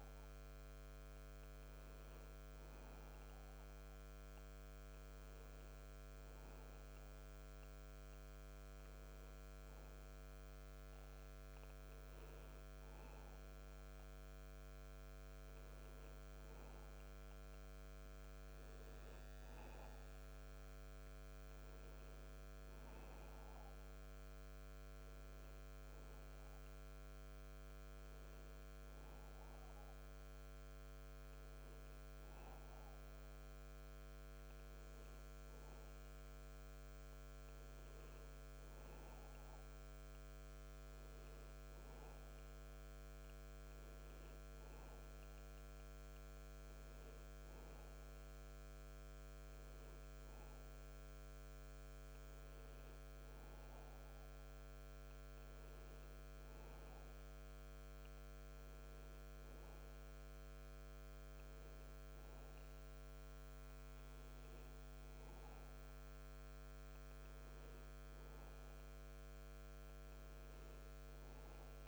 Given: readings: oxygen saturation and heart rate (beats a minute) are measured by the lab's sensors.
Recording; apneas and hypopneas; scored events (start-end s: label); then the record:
breathing in sleep, hard to hear, by a microphone on the trachea; none
none scored
From the record:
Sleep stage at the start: N2 (light sleep); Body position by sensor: on the back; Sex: male